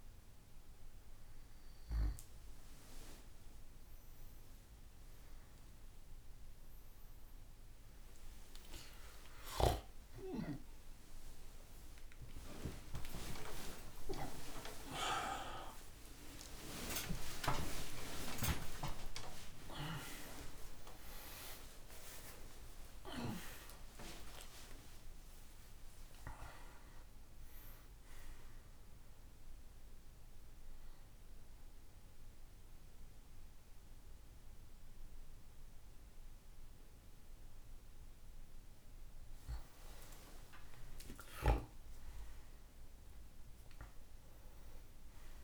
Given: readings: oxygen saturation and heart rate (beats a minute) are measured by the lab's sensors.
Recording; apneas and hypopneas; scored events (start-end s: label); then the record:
a person awake in a sleep study, by a room microphone; none
9.00-21.00 s: tachycardia (device-marked, heart rate 71 before, 160 extreme)
17.00-45.44 s: new sleep stage, awake
From the record:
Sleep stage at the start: N2 (light sleep); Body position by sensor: on the back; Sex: male